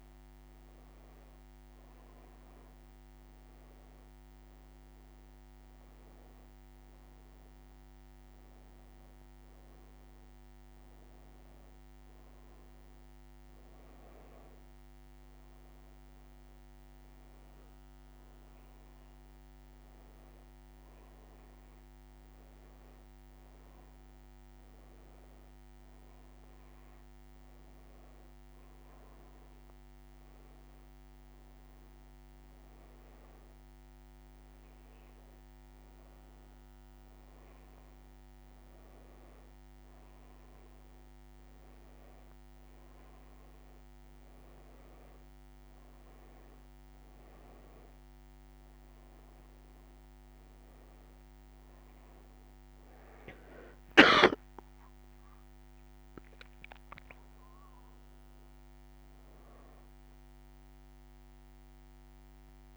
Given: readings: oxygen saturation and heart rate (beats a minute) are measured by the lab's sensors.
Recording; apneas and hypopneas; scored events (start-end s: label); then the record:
breathing in sleep, hard to hear, by a microphone on the trachea; none
52.50-56.50 s: arousal
From the record:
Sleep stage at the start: N2 (light sleep); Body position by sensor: on the back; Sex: female